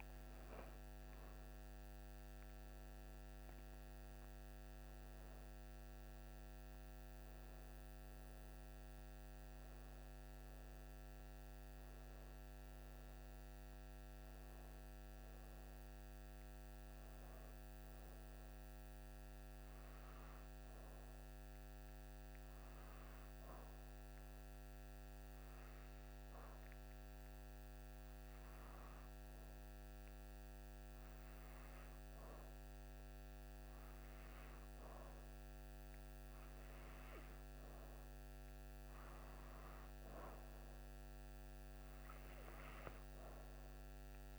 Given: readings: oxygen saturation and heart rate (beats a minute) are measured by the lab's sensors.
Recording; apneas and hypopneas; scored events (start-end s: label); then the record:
breathing in sleep, hard to hear, by a microphone on the trachea; 1
0.00-6.50 s: oxygen desaturation (device-marked, oxygen 88% lowest)
22.00-36.00 s: hypopnea (oxygen 98% before, 90% lowest)
38.50-43.00 s: arousal
38.50-44.39 s: new sleep stage, N2 (light sleep)
40.50-44.39 s: oxygen desaturation (device-marked, oxygen 97% before, 92% lowest)
From the record:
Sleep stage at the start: N1 (lightest sleep); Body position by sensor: on the back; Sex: female